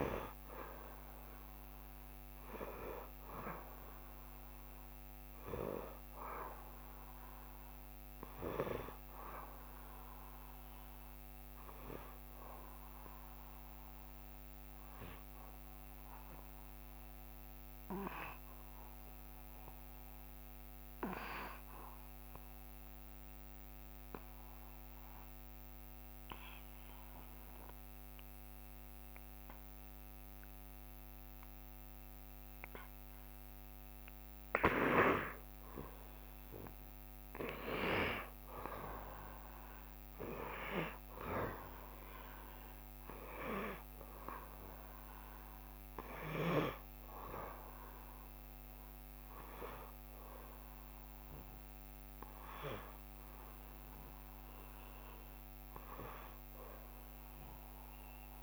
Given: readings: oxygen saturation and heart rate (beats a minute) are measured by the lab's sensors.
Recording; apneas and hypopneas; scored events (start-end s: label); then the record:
breathing in sleep by a microphone on the trachea; 1
0.50-20.50 s: oxygen desaturation (device-marked, oxygen 92% before, 87% lowest, heart rate 69 before, 66 extreme)
13.50-34.00 s: obstructive apnea (oxygen 92% before, 86% lowest, heart rate 69 before, 66 extreme, up 3 after)
35.50-58.43 s: oxygen desaturation (device-marked, oxygen 93% before, 86% lowest, heart rate 67 before, 67 extreme)
36.50-41.00 s: arousal
From the record:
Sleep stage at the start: N2 (light sleep); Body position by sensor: on the back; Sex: male